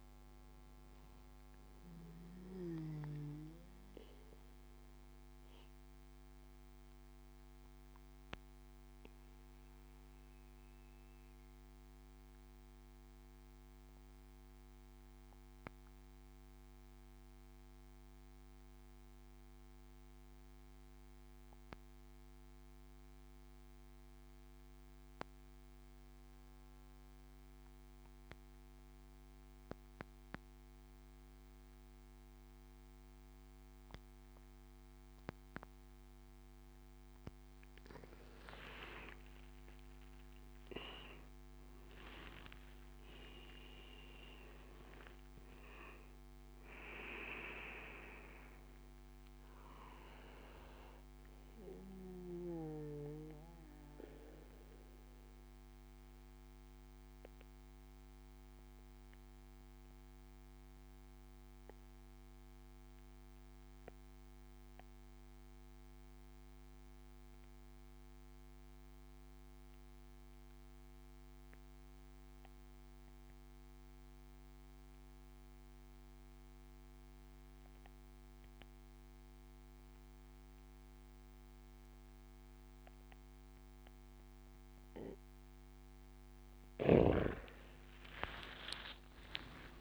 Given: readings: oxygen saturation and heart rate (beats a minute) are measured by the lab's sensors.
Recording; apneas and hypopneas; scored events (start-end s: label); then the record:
breathing in sleep by a microphone on the trachea; 2
4.00-36.50 s: obstructive apnea (oxygen 97% before, 91% lowest, heart rate 74 before, 60 extreme, up 17 after)
31.50-61.50 s: oxygen desaturation (device-marked, oxygen 98% before, 91% lowest, heart rate 67 before, 61 extreme)
39.00-43.50 s: arousal
52.00-84.50 s: obstructive apnea (oxygen 98% before, 91% lowest, heart rate 77 before, 59 extreme, up 15 after)
85.50-89.81 s: oxygen desaturation (device-marked, oxygen 98% before, 92% lowest, heart rate 69 before, 59 extreme)
88.50-89.81 s: arousal
From the record:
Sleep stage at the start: N2 (light sleep); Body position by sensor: on the back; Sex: male